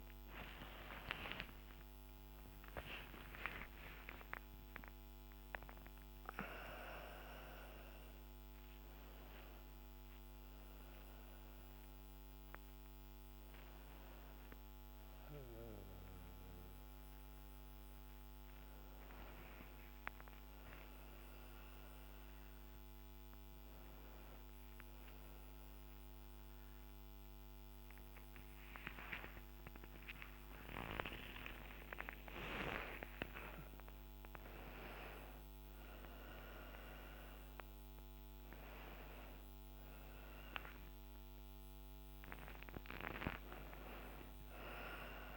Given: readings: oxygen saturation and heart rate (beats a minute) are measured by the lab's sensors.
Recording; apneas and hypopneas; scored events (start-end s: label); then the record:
breathing in sleep by a microphone on the trachea; none
3.00-5.00 s: long interval between heartbeats (device-marked, heart rate 72 before, 85 extreme)
5.50-35.50 s: new sleep stage, N1 (lightest sleep)
29.00-33.00 s: arousal
30.00-32.00 s: long interval between heartbeats (device-marked, heart rate 70 before, 78 extreme)
35.50-45.37 s: new sleep stage, N2 (light sleep)
From the record:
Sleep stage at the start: N2 (light sleep); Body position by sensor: on the back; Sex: female